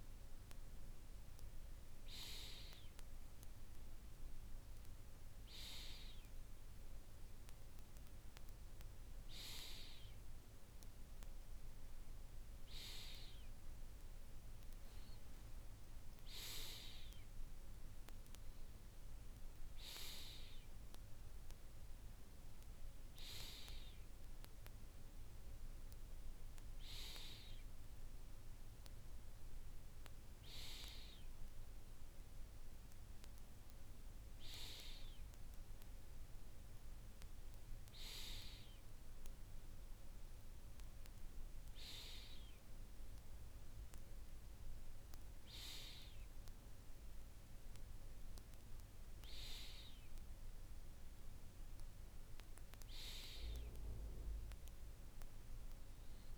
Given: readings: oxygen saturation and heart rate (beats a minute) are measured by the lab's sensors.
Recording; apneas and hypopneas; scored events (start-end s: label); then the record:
breathing in sleep by a room microphone; none
none scored
From the record:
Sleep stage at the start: N2 (light sleep); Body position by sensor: on the right side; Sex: male